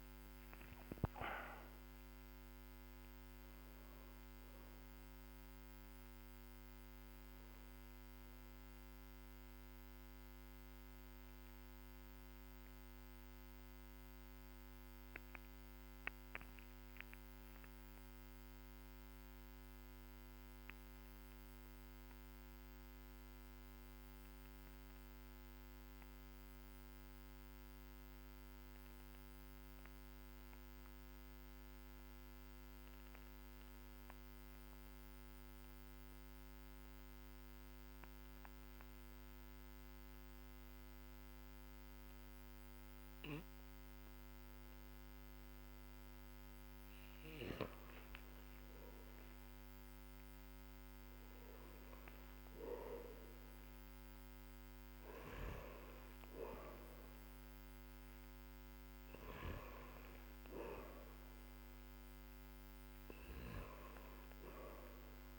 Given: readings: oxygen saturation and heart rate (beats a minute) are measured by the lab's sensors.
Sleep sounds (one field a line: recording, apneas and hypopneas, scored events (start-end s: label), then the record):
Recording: breathing in sleep by a microphone on the trachea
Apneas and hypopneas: 1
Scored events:
12.50-45.00 s: obstructive apnea (oxygen 97% before, 91% lowest, heart rate 59 before, 46 extreme, up 10 after)
44.50-65.39 s: oxygen desaturation (device-marked, oxygen 99% before, 91% lowest, heart rate 52 before, 44 extreme)
51.00-56.00 s: arousal
From the record:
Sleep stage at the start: N2 (light sleep)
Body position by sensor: on the back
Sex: male